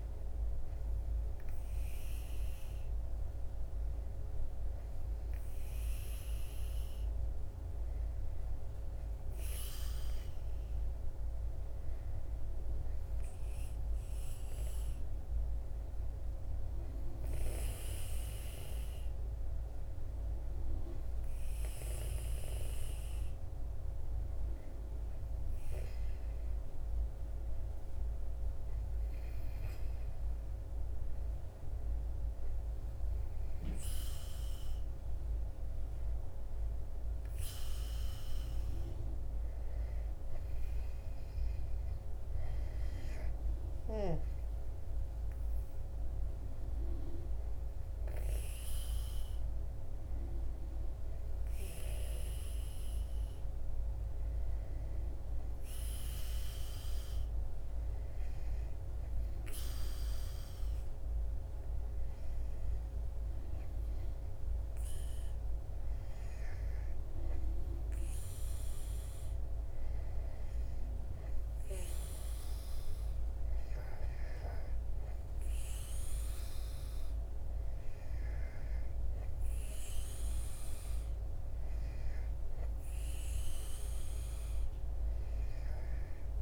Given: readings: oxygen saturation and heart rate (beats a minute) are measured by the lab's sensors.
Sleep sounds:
breathing in sleep, hard to hear, by a room microphone; none
none scored
From the record:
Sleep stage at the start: N2 (light sleep); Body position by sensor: on the back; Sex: male

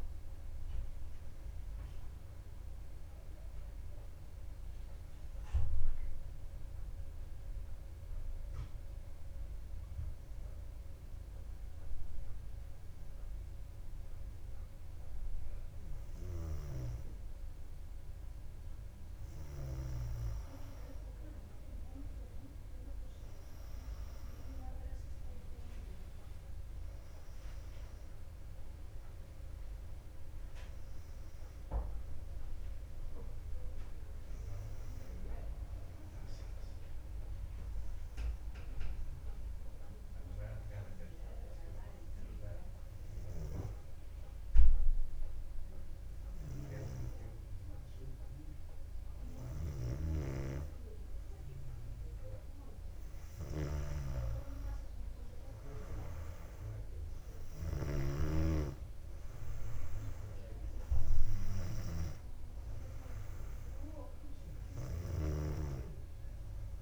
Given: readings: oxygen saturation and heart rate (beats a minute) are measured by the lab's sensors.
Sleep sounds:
breathing in sleep by a room microphone; 2
6.50-16.50 s: hypopnea (oxygen 98% before, 94% lowest, heart rate 64 before, 58 extreme, up 0 after)
21.00-26.00 s: arousal
27.50-44.50 s: oxygen desaturation (device-marked, oxygen 99% before, 94% lowest, heart rate 61 before, 57 extreme)
36.50-47.00 s: obstructive apnea (oxygen 99% before, 94% lowest, heart rate 61 before, 57 extreme, up 3 after)
49.50-58.00 s: snoring (device-marked)
50.50-55.00 s: arousal
58.50-66.82 s: oxygen desaturation (device-marked, oxygen 99% before, 95% lowest, heart rate 58 before, 57 extreme)
From the record:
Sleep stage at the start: N2 (light sleep); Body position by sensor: on the back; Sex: female

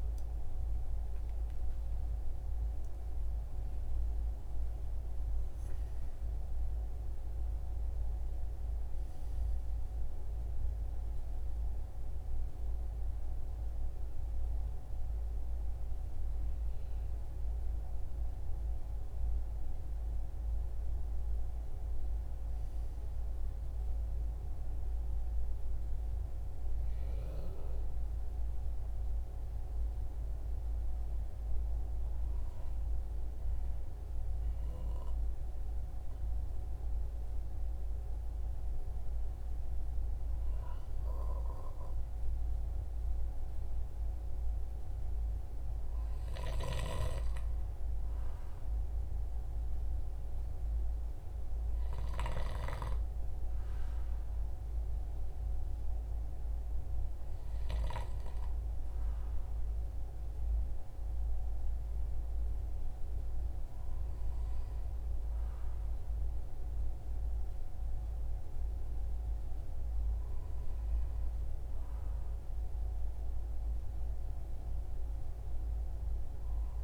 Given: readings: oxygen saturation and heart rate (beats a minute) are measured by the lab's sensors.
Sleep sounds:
breathing in sleep, hard to hear, by a room microphone; 1
0.00-1.50 s: arousal
9.50-20.50 s: hypopnea (oxygen 96% before, 93% lowest, heart rate 69 before, 53 extreme, up 5 after)
24.00-27.50 s: arousal
46.00-65.00 s: oxygen desaturation (device-marked, oxygen 96% before, 93% lowest, heart rate 57 before, 55 extreme)
From the record:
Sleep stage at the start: N2 (light sleep); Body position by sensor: on the right side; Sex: male

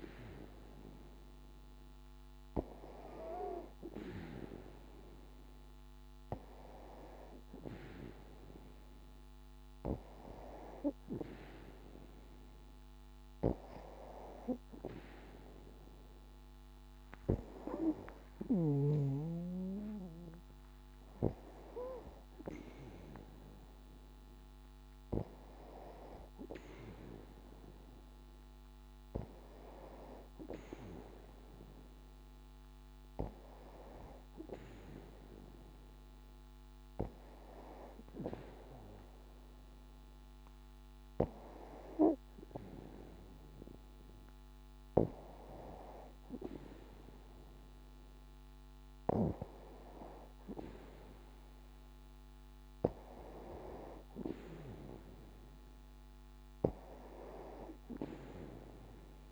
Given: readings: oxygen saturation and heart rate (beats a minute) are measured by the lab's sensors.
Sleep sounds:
breathing in sleep by a microphone on the trachea; none
55.50-59.32 s: oxygen desaturation (device-marked, oxygen 95% before, 92% lowest, heart rate 62 before, 59 extreme)
From the record:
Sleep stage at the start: N2 (light sleep); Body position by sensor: on the back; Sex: female

